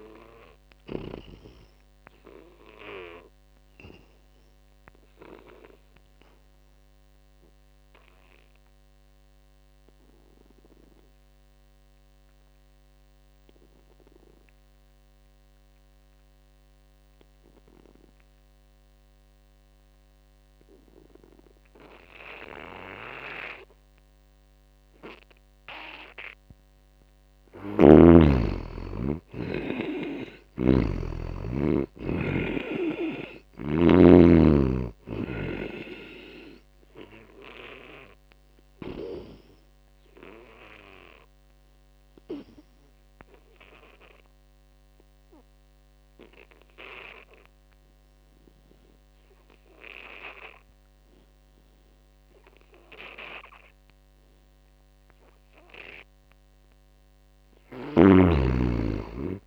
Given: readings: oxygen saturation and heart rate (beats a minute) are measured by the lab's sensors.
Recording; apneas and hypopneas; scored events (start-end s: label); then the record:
breathing in sleep by a microphone on the trachea; 2
0.00-10.50 s: oxygen desaturation (device-marked, oxygen 84% lowest)
1.50-26.50 s: obstructive apnea (oxygen 95% before, 79% lowest)
19.50-48.50 s: oxygen desaturation (device-marked, oxygen 97% before, 79% lowest)
27.50-31.50 s: arousal
27.50-34.00 s: snoring (device-marked)
37.50-54.00 s: obstructive apnea (oxygen 97% before, 79% lowest)
56.00-59.00 s: arousal
57.50-59.47 s: snoring (device-marked)
From the record:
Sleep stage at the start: N2 (light sleep); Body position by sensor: on the back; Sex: male